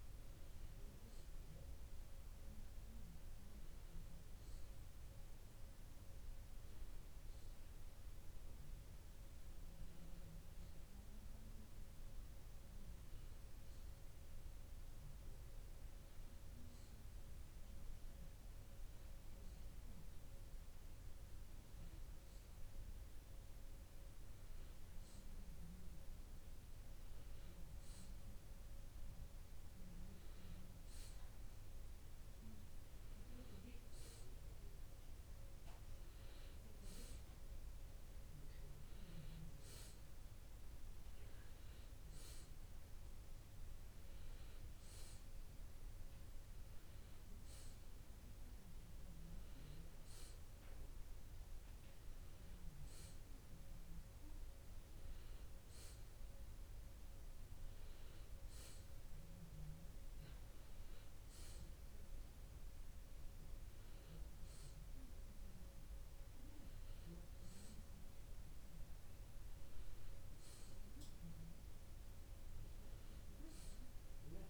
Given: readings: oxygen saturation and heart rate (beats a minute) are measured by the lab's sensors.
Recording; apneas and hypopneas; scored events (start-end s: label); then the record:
a person partly awake in a sleep study, hard to hear, by a room microphone; none
6.00-66.00 s: new sleep stage, N1 (lightest sleep)
66.00-74.50 s: new sleep stage, N2 (light sleep)
From the record:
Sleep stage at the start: awake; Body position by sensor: on the back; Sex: male